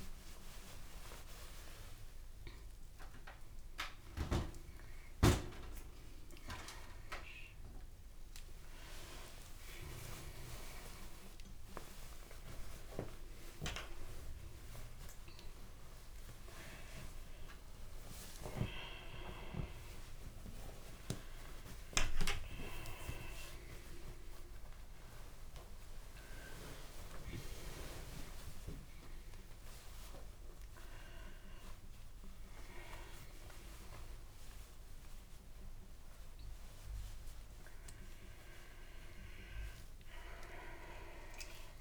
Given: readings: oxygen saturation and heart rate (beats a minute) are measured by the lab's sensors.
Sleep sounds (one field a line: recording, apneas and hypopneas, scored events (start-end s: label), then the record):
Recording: a person awake in a sleep study, by a room microphone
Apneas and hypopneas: none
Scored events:
none scored
From the record:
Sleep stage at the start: awake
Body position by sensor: on the back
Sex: female